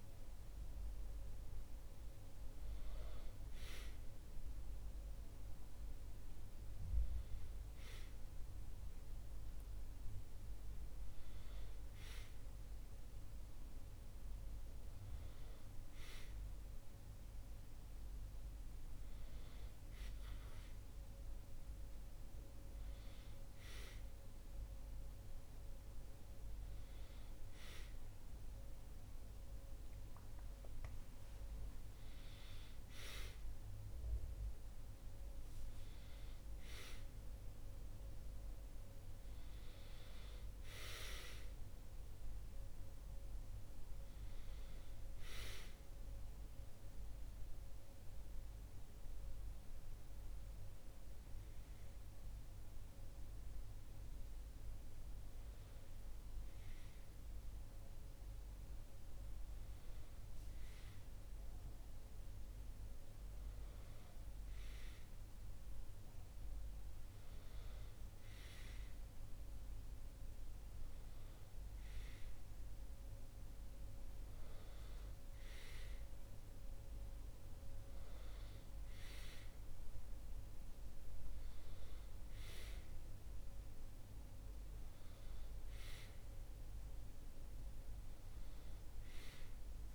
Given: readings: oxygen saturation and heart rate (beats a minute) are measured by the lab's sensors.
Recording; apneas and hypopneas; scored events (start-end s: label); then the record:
breathing in sleep by a room microphone; none
none scored
From the record:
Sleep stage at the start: N1 (lightest sleep); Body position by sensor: on the back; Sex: male